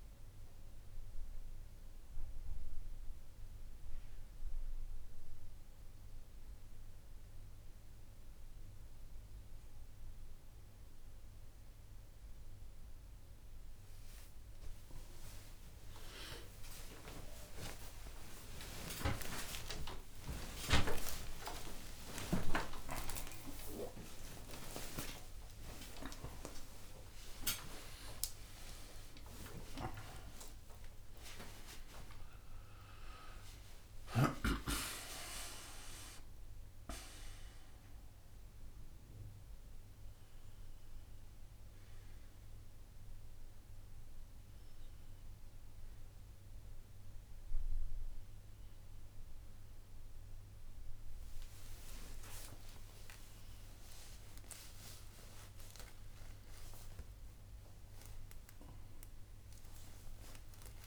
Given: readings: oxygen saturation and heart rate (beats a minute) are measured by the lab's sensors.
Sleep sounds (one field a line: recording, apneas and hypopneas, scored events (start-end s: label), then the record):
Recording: a person awake in a sleep study, by a room microphone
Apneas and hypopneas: none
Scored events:
7.50-60.86 s: new sleep stage, awake
From the record:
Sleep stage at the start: N2 (light sleep)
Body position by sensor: on the right side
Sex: male